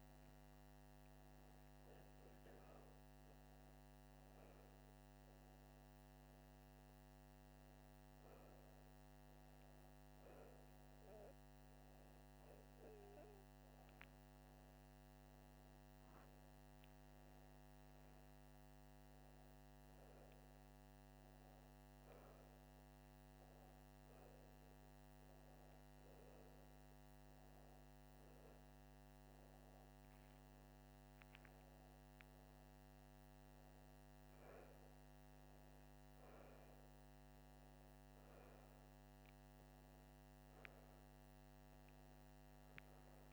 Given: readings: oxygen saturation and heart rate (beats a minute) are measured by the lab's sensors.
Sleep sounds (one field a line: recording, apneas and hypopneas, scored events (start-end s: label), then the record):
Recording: a person awake in a sleep study, hard to hear, by a microphone on the trachea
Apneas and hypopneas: none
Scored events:
20.00-43.33 s: new sleep stage, awake
From the record:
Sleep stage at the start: N2 (light sleep)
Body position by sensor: upright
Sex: male